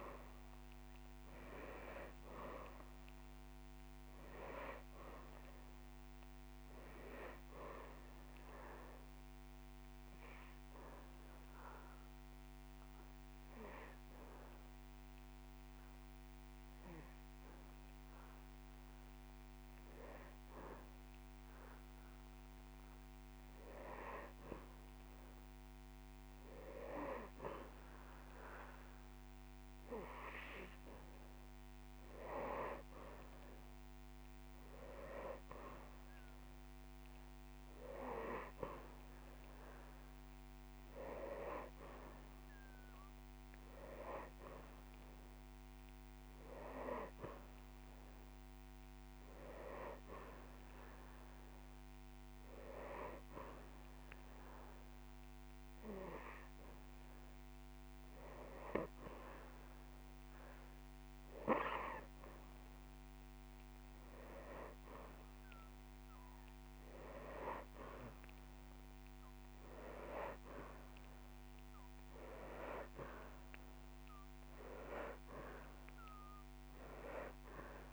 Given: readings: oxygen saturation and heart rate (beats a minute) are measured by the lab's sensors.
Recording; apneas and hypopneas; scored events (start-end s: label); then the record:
breathing in sleep by a microphone on the trachea; 1
0.00-33.50 s: oxygen desaturation (device-marked, oxygen 90% lowest)
8.00-20.00 s: obstructive apnea (oxygen 98% before, 90% lowest)
11.00-13.00 s: long interval between heartbeats (device-marked)
11.50-12.50 s: drop in pulse transit time (device-marked)
24.50-27.50 s: arousal
25.50-27.50 s: long interval between heartbeats (device-marked)
36.50-38.50 s: long interval between heartbeats (device-marked)
45.00-47.00 s: long interval between heartbeats (device-marked)
64.00-66.00 s: long interval between heartbeats (device-marked)
72.00-74.00 s: long interval between heartbeats (device-marked)
From the record:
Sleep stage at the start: N2 (light sleep); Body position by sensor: on the back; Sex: male